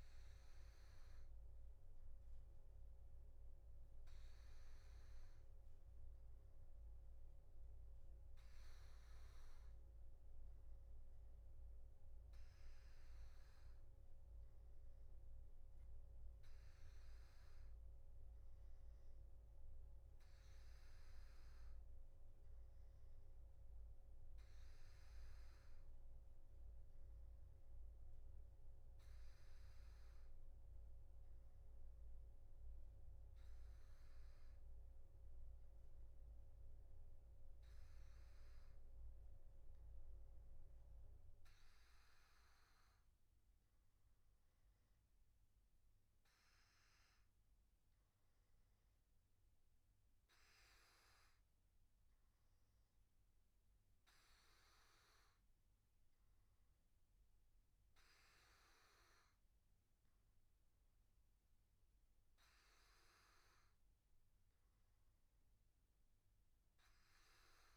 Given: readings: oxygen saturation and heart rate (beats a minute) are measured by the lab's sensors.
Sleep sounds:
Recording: breathing in sleep, hard to hear, by a room microphone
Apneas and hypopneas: none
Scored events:
none scored
From the record:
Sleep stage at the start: N3 (deep sleep)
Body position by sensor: on the back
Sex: male

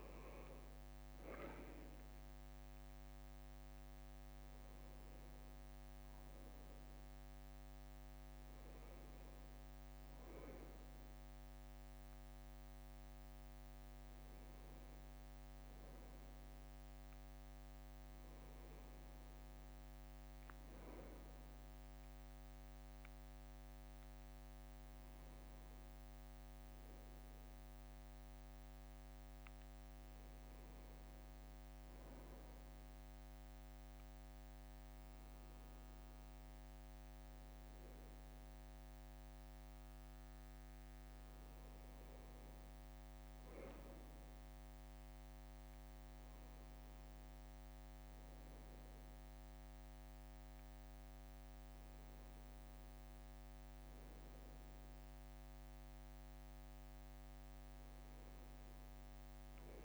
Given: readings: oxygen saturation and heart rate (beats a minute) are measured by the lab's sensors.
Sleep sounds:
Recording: a person awake in a sleep study, hard to hear, by a microphone on the trachea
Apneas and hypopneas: none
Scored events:
0.00-11.50 s: bradycardia (device-marked, heart rate 58 extreme)
From the record:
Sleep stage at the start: awake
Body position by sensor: on the left side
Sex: male

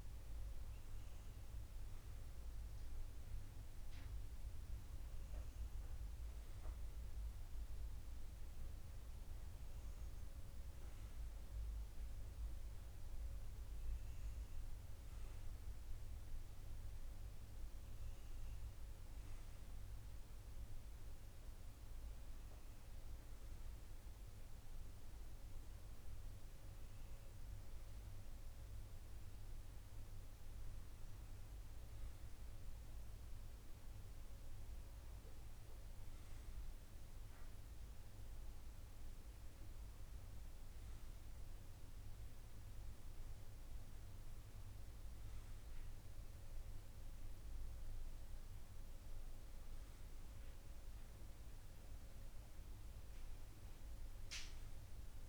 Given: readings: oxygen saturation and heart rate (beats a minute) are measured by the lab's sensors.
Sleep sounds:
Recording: breathing in sleep, hard to hear, by a room microphone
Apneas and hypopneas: none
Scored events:
0.00-3.50 s: oxygen desaturation (device-marked, oxygen 93% lowest, heart rate 54 extreme)
From the record:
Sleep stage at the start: N1 (lightest sleep)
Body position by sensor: on the left side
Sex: male

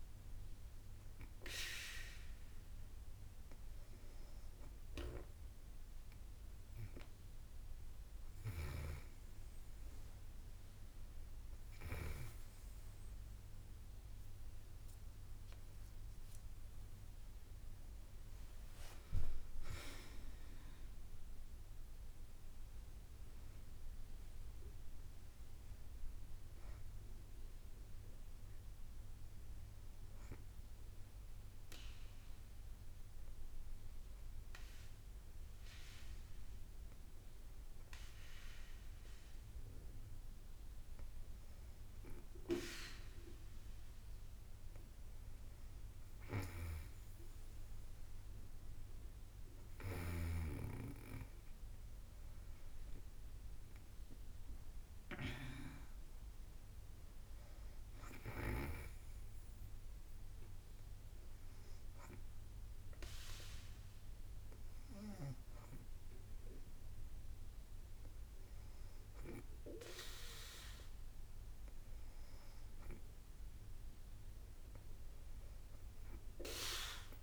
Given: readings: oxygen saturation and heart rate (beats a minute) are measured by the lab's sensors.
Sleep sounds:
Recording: breathing in sleep by a room microphone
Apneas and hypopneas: 3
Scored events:
1.50-12.50 s: hypopnea (oxygen 98% before, 93% lowest, heart rate 58 before, 54 extreme, up 2 after)
15.00-20.00 s: arousal
19.00-31.00 s: drop in pulse transit time (device-marked, heart rate 58 before, 55 extreme)
28.50-41.50 s: obstructive apnea (oxygen 96% before, 93% lowest, heart rate 58 before, 54 extreme, up 5 after)
51.00-55.00 s: arousal
53.00-64.00 s: drop in pulse transit time (device-marked, heart rate 57 before, 57 extreme)
55.00-71.00 s: oxygen desaturation (device-marked, oxygen 98% before, 93% lowest, heart rate 58 before, 55 extreme)
58.00-69.00 s: hypopnea (oxygen 98% before, 93% lowest, heart rate 59 before, 55 extreme, up 2 after)
72.50-76.00 s: arousal
From the record:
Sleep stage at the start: N2 (light sleep)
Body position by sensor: on the back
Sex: female

